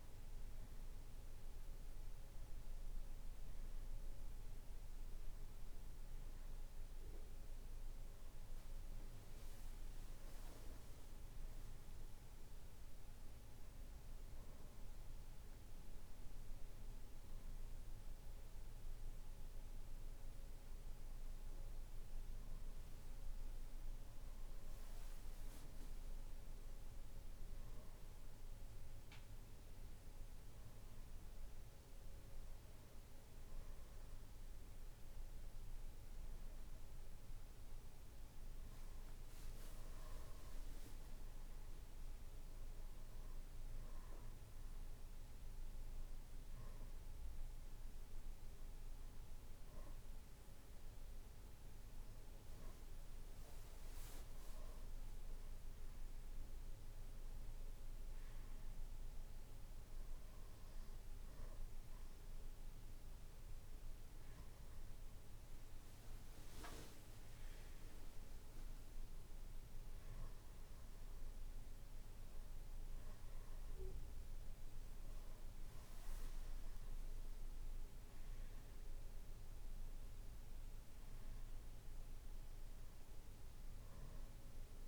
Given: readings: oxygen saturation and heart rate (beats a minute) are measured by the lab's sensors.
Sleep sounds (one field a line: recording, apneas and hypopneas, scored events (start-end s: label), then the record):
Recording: breathing in sleep, hard to hear, by a room microphone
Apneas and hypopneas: none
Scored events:
none scored
From the record:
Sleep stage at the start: N2 (light sleep)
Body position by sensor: on the back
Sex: male